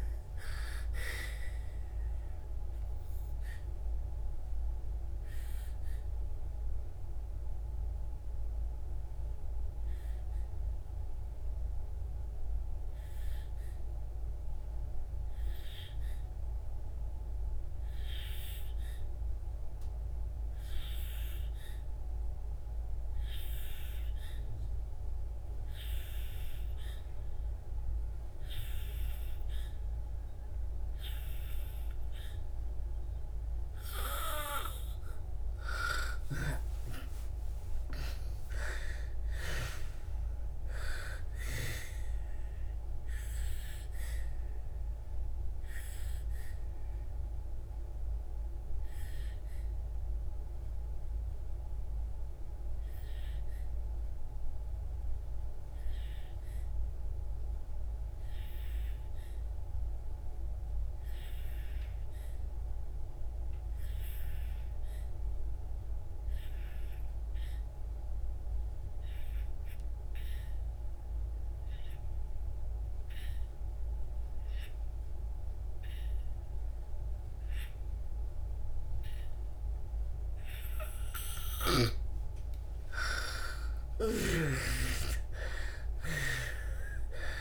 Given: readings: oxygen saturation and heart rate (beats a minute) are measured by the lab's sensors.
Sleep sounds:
breathing in sleep by a room microphone; 2
0.00-27.50 s: oxygen desaturation (device-marked, oxygen 82% lowest, heart rate 57 extreme)
1.50-33.50 s: obstructive apnea (oxygen 98% before, 81% lowest, heart rate 69 before, 56 extreme, up 1 after)
29.50-68.50 s: oxygen desaturation (device-marked, oxygen 97% before, 81% lowest, heart rate 61 before, 47 extreme)
36.00-40.00 s: arousal
43.00-81.00 s: obstructive apnea (oxygen 97% before, 75% lowest, heart rate 62 before, 47 extreme, up 14 after)
70.50-87.41 s: oxygen desaturation (device-marked, oxygen 98% before, 75% lowest, heart rate 60 before, 47 extreme)
82.50-87.00 s: arousal
84.00-87.41 s: snoring (device-marked)
From the record:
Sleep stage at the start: N2 (light sleep); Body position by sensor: on the back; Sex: female

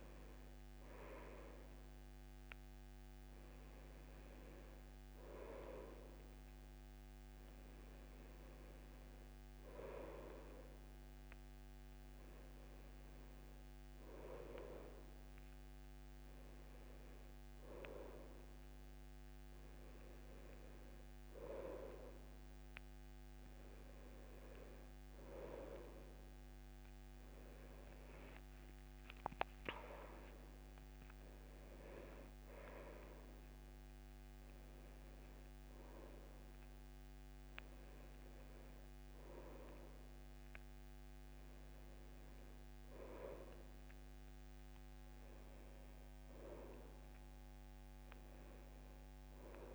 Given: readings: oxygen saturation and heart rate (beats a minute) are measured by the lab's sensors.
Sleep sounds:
breathing in sleep by a microphone on the trachea; none
15.50-46.50 s: oxygen desaturation (device-marked, oxygen 97% before, 93% lowest, heart rate 74 before, 71 extreme)
From the record:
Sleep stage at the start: N1 (lightest sleep); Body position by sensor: on the back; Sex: male

